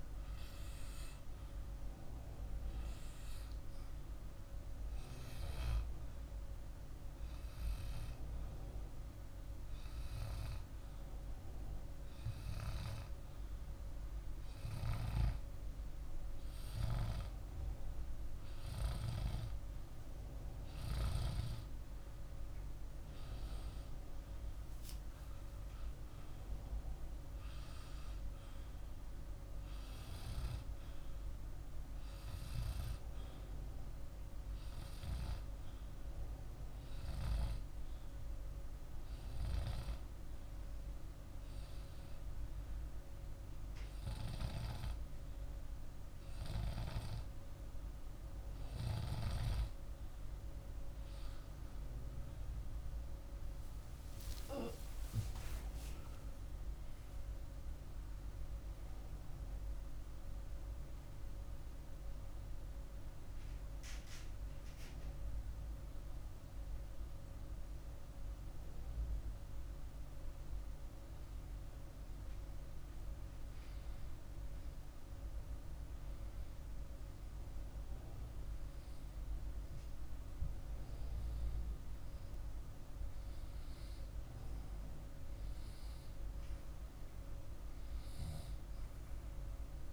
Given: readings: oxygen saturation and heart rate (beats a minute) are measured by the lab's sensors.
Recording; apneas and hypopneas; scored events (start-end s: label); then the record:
breathing in sleep by a room microphone; 2
9.00-21.00 s: hypopnea (oxygen 99% before, 93% lowest, heart rate 53 before, 49 extreme, up 28 after)
23.00-26.00 s: arousal
37.50-50.00 s: hypopnea (oxygen 97% before, 93% lowest, heart rate 60 before, 49 extreme, up 31 after)
51.00-54.50 s: arousal
65.00-79.00 s: oxygen desaturation (device-marked, oxygen 97% before, 93% lowest, heart rate 60 before, 49 extreme)
From the record:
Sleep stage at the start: N2 (light sleep); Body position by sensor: on the back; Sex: male